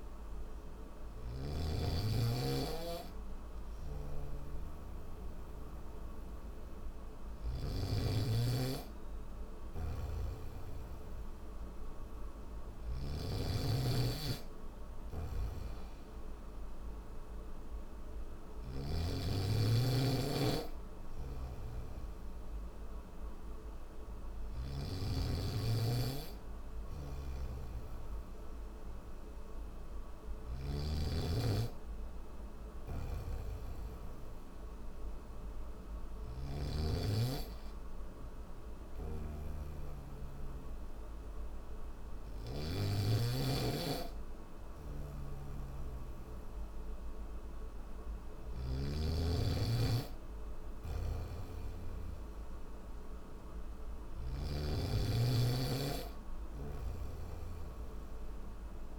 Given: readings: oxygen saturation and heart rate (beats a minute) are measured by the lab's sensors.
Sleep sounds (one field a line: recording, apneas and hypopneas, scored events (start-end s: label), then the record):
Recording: breathing in sleep by a room microphone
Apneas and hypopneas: none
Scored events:
0.00-1.00 s: snoring (device-marked)
3.00-7.00 s: snoring (device-marked)
9.00-12.50 s: snoring (device-marked)
14.50-24.50 s: snoring (device-marked)
26.50-42.50 s: snoring (device-marked)
44.50-48.50 s: snoring (device-marked)
50.50-54.00 s: snoring (device-marked)
56.00-58.99 s: snoring (device-marked)
From the record:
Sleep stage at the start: N1 (lightest sleep)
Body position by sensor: on the back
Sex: male